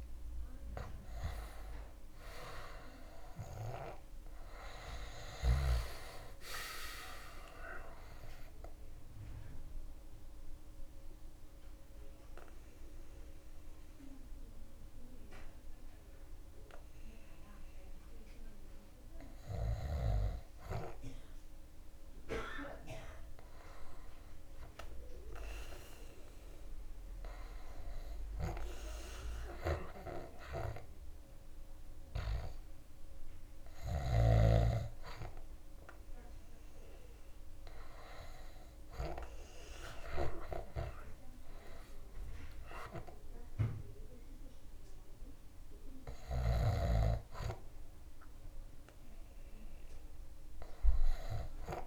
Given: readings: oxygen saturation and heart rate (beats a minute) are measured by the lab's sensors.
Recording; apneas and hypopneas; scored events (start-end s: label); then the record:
breathing in sleep by a room microphone; 1
8.50-19.00 s: obstructive apnea (oxygen 99% before, 97% lowest)
20.50-24.50 s: arousal
From the record:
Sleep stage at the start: N2 (light sleep); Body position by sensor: on the back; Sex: male